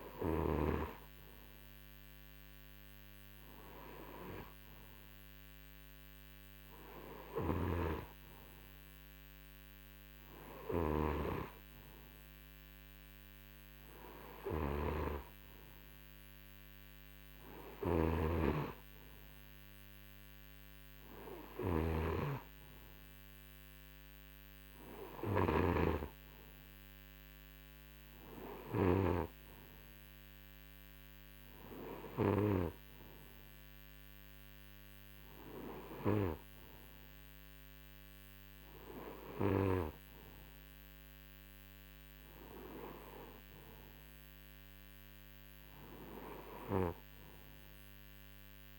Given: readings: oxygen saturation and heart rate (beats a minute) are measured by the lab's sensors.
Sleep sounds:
breathing in sleep by a microphone on the trachea; none
7.00-29.00 s: snoring (device-marked)
From the record:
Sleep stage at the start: N2 (light sleep); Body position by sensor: on the right side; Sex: male

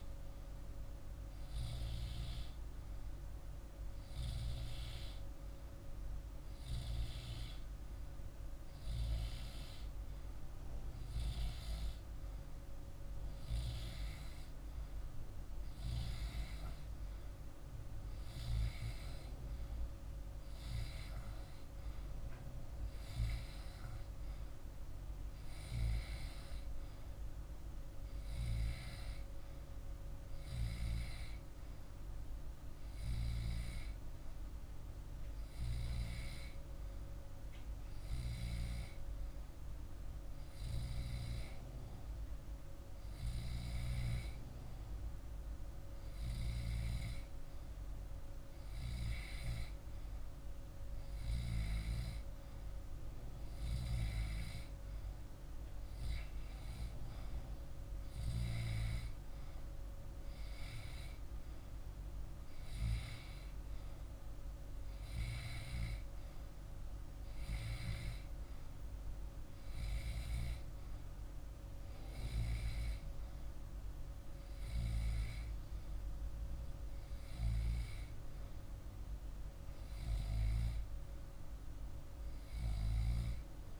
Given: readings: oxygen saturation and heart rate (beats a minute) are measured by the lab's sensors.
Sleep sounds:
breathing in sleep, hard to hear, by a room microphone; none
0.00-7.50 s: oxygen desaturation (device-marked, oxygen 93% lowest, heart rate 47 extreme)
From the record:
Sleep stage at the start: N2 (light sleep); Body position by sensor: on the back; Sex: male

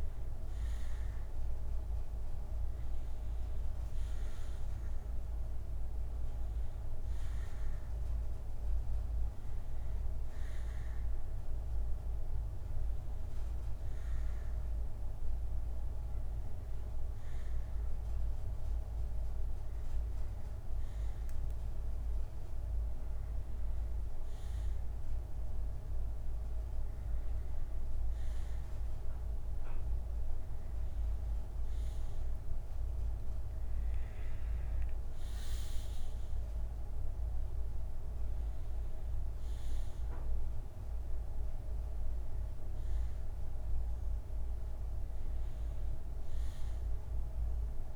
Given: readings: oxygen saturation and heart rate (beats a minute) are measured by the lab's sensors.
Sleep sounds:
breathing in sleep, hard to hear, by a room microphone; none
8.50-10.50 s: bradycardia (device-marked, heart rate 62 before, 68 extreme)
11.50-13.50 s: bradycardia (device-marked, heart rate 62 before, 59 extreme)
16.50-45.50 s: bradycardia (device-marked, heart rate 62 before, 45 extreme)
From the record:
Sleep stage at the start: N2 (light sleep); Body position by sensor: on the back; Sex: male

